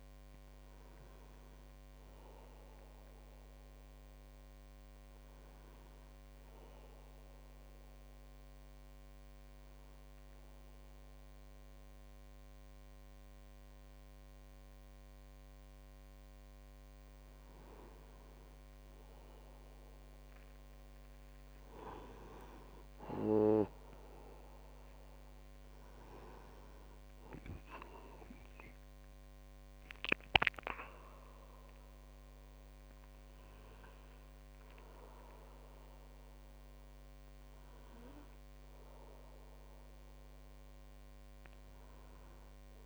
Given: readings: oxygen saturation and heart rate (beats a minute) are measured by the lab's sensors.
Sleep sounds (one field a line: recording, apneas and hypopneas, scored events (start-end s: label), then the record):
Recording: a person awake in a sleep study, by a microphone on the trachea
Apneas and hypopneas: 1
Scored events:
7.00-19.50 s: obstructive apnea (oxygen 98% before, 96% lowest, heart rate 56 before, 48 extreme, up 20 after)
20.00-42.85 s: new sleep stage, awake
From the record:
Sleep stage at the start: N1 (lightest sleep)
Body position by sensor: on the back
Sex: male